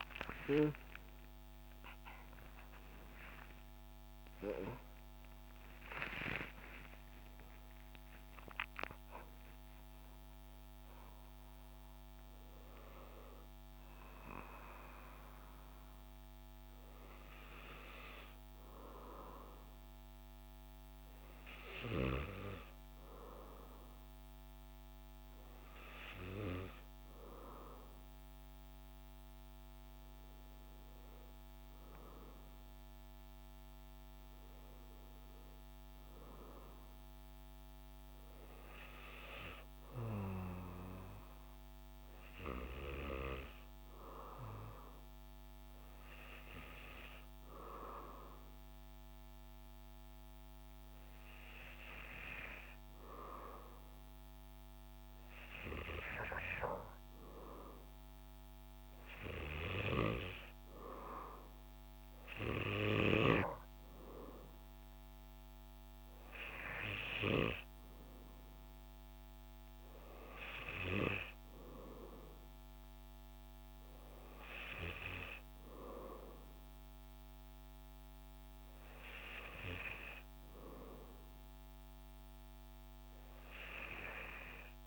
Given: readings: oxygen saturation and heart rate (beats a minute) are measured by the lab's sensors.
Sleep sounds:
breathing in sleep by a microphone on the trachea; none
0.00-7.00 s: arousal
From the record:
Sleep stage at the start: N2 (light sleep); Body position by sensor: on the back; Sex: male

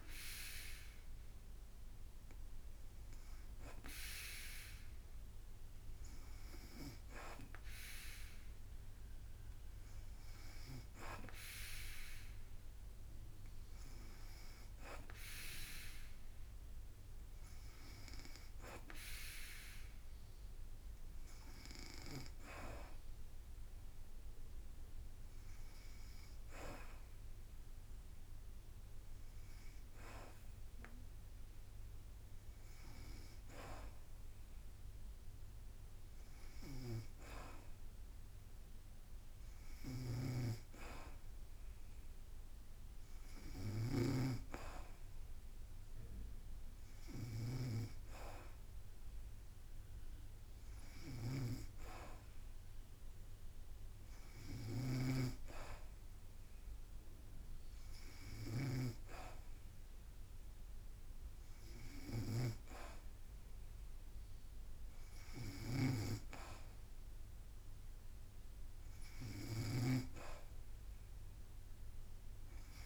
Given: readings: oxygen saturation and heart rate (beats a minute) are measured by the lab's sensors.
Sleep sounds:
breathing in sleep by a room microphone; none
40.00-72.86 s: snoring (device-marked)
From the record:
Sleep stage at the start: N2 (light sleep); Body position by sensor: on the back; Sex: female

